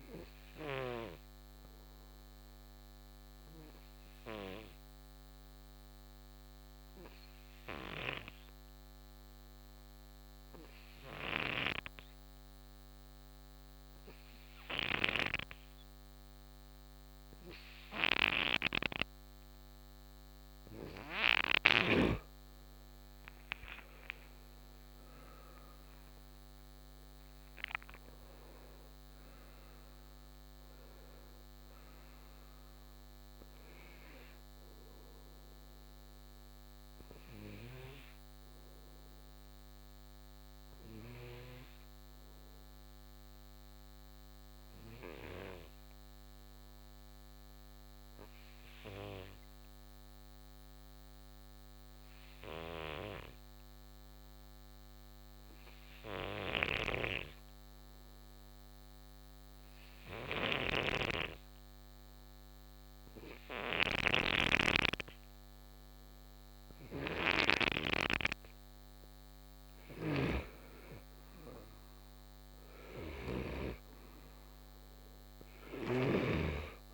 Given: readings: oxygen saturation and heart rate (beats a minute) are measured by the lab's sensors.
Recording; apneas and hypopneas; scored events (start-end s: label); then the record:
breathing in sleep by a microphone on the trachea; 2
6.00-20.00 s: hypopnea (oxygen 97% before, 88% lowest, heart rate 61 before, 52 extreme, up 13 after)
22.50-27.00 s: arousal
38.00-47.00 s: oxygen desaturation (device-marked, oxygen 95% before, 88% lowest, heart rate 67 before, 54 extreme)
42.00-66.50 s: hypopnea (oxygen 95% before, 88% lowest, heart rate 65 before, 55 extreme, up 10 after)
56.50-76.94 s: snoring (device-marked)
70.00-74.50 s: arousal
75.00-76.94 s: oxygen desaturation (device-marked, oxygen 95% before, 89% lowest, heart rate 63 before, 51 extreme)
From the record:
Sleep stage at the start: N2 (light sleep); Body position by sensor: on the right side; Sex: male